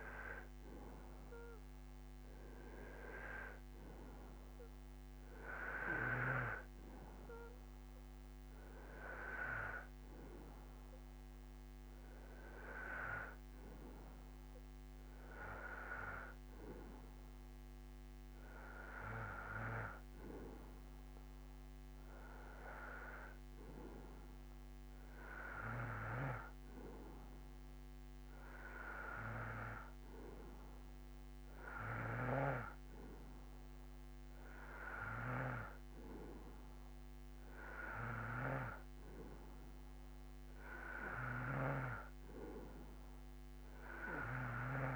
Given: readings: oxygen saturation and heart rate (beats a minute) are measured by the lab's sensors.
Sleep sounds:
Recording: breathing in sleep by a microphone on the trachea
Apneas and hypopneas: none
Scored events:
none scored
From the record:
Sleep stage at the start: N2 (light sleep)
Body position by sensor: on the right side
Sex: male

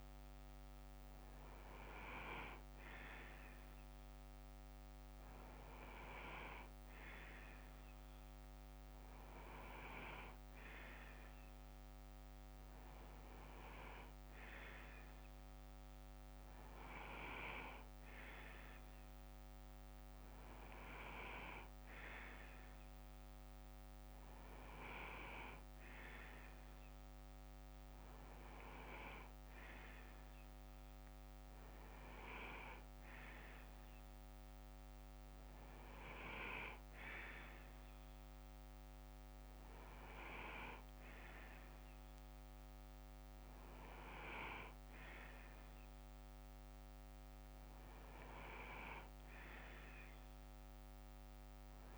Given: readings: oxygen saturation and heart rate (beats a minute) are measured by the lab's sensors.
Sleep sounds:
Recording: breathing in sleep by a microphone on the trachea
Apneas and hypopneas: none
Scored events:
5.50-11.50 s: bradycardia (device-marked, heart rate 61 before, 57 extreme)
24.50-27.50 s: bradycardia (device-marked, heart rate 61 before, 60 extreme)
41.50-47.50 s: bradycardia (device-marked, heart rate 61 before, 58 extreme)
From the record:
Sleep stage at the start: N2 (light sleep)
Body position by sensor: on the left side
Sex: male

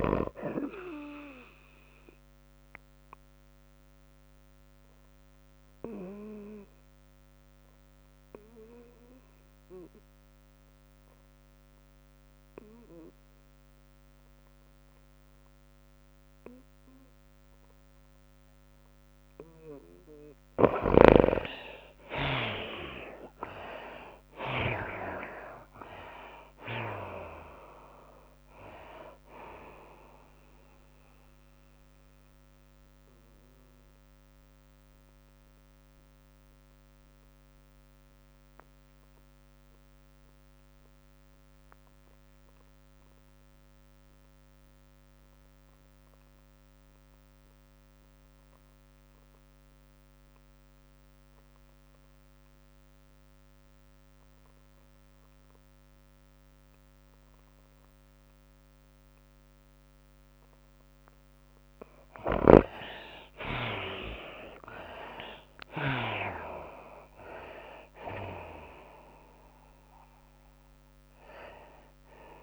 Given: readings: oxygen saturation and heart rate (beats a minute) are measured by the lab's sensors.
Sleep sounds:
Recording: breathing in sleep by a microphone on the trachea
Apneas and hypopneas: 2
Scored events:
0.00-1.50 s: arousal
0.00-12.00 s: drop in pulse transit time (device-marked, heart rate 106 before, 96 extreme)
0.00-14.00 s: oxygen desaturation (device-marked, oxygen 59% lowest, heart rate 90 extreme)
1.00-13.00 s: tachycardia (device-marked, heart rate 99 before, 107 extreme)
4.50-20.50 s: obstructive apnea (oxygen 98% before, 52% lowest, heart rate 103 before, 90 extreme, up 34 after)
16.00-41.00 s: oxygen desaturation (device-marked, oxygen 75% before, 52% lowest, heart rate 102 before, 92 extreme)
22.00-72.43 s: tachycardia (device-marked, heart rate 99 before, 127 extreme)
22.50-26.00 s: arousal
24.00-37.00 s: drop in pulse transit time (device-marked, heart rate 100 before, 98 extreme)
25.50-27.50 s: long interval between heartbeats (device-marked, heart rate 100 before, 112 extreme)
31.50-62.50 s: mixed apnea (oxygen 75% before, 52% lowest, heart rate 105 before, 104 extreme, up 17 after)
33.00-72.43 s: new sleep stage, N2 (light sleep)
43.00-72.43 s: oxygen desaturation (device-marked, oxygen 98% before, 59% lowest, heart rate 115 before, 104 extreme)
63.50-65.50 s: long interval between heartbeats (device-marked, heart rate 107 before, 114 extreme)
65.00-69.00 s: arousal
66.00-72.43 s: drop in pulse transit time (device-marked, heart rate 107 before, 114 extreme)
From the record:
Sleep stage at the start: REM sleep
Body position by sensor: on the back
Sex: female

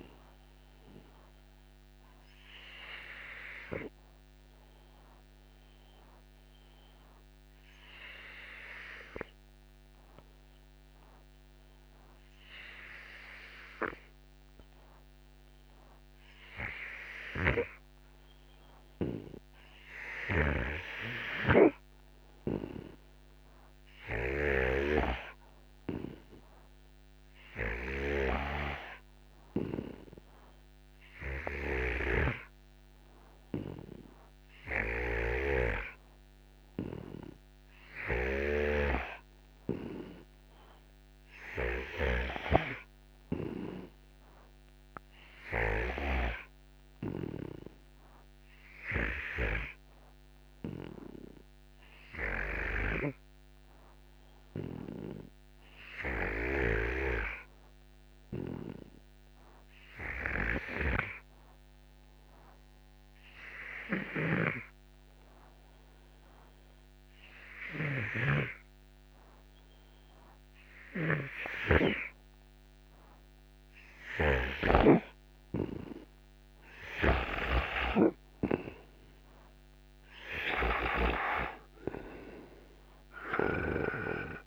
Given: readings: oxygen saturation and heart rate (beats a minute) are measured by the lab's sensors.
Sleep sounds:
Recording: breathing in sleep by a microphone on the trachea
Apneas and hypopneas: 2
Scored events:
0.00-16.00 s: oxygen desaturation (device-marked, oxygen 84% lowest, heart rate 60 extreme)
2.50-18.50 s: obstructive apnea (oxygen 93% before, 84% lowest, heart rate 72 before, 60 extreme, up 12 after)
20.50-24.50 s: arousal
26.00-52.00 s: oxygen desaturation (device-marked, oxygen 96% before, 85% lowest, heart rate 74 before, 61 extreme)
35.00-38.50 s: snoring (device-marked)
48.00-75.00 s: obstructive apnea (oxygen 96% before, 80% lowest, heart rate 73 before, 60 extreme, up 7 after)
78.00-84.47 s: oxygen desaturation (device-marked, oxygen 88% before, 80% lowest, heart rate 68 before, 60 extreme)
79.00-83.50 s: arousal
80.50-84.47 s: snoring (device-marked)
From the record:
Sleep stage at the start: N2 (light sleep)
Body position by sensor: on the right side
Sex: male

